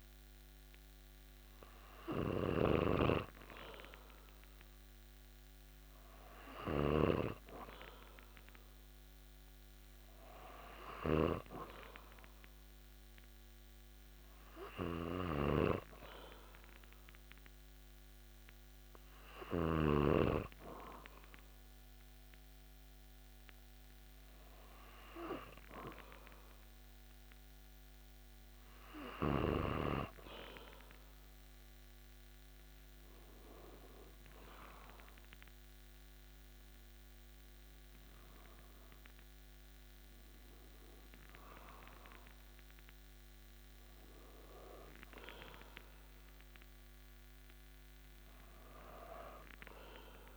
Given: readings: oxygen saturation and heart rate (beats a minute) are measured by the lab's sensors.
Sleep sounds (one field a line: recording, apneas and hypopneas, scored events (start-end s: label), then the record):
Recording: breathing in sleep by a microphone on the trachea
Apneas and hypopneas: none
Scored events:
0.00-20.00 s: snoring (device-marked)
From the record:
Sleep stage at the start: N2 (light sleep)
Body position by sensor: on the back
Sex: male